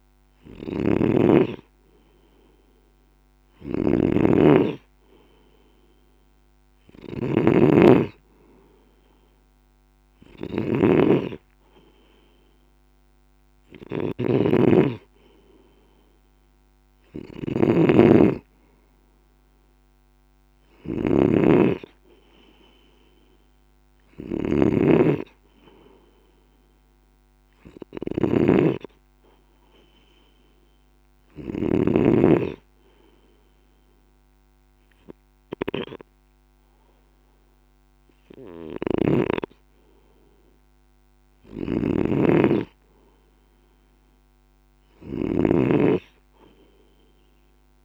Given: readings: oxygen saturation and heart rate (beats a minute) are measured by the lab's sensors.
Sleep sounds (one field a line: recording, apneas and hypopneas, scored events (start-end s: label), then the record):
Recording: breathing in sleep by a microphone on the trachea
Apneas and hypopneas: 1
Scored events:
0.00-31.50 s: snoring (device-marked)
31.00-41.00 s: hypopnea (oxygen 96% before, 94% lowest, heart rate 51 before, 48 extreme, up 1 after)
41.00-47.85 s: snoring (device-marked)
42.50-45.50 s: arousal
From the record:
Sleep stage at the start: N2 (light sleep)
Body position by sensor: on the left side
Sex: male